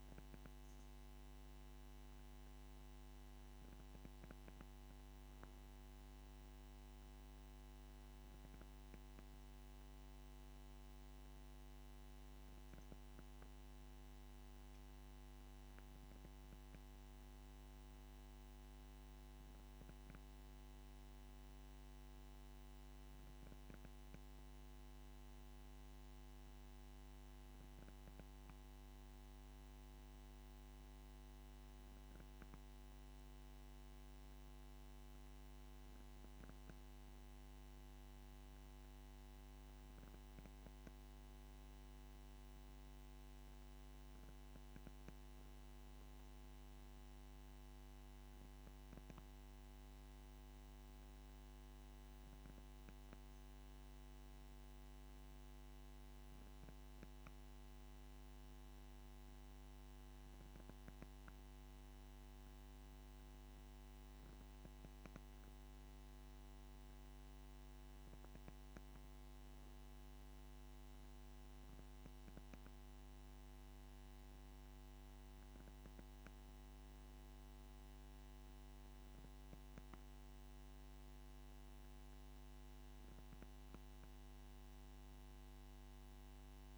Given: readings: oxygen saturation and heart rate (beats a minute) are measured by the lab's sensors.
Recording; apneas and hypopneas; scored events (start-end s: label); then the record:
breathing in sleep, hard to hear, by a microphone on the trachea; none
none scored
From the record:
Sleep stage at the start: N1 (lightest sleep); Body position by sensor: on the back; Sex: male